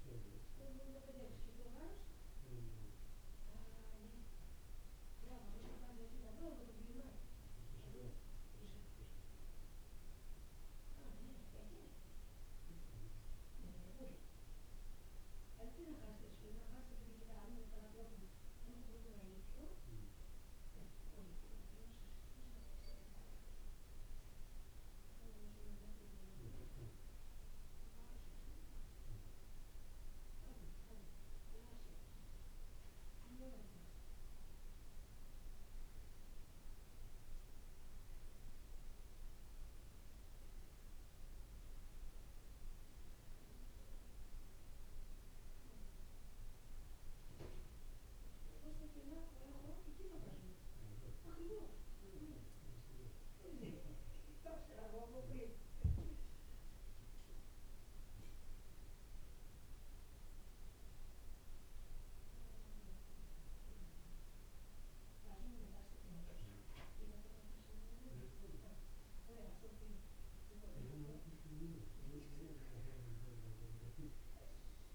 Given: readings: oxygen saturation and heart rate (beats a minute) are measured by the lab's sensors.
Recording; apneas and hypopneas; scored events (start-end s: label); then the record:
breathing in sleep by a room microphone; none
0.00-3.50 s: drop in pulse transit time (device-marked, heart rate 57 extreme)
21.50-74.95 s: new sleep stage, N2 (light sleep)
From the record:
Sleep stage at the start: N1 (lightest sleep); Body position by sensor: on the back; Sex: male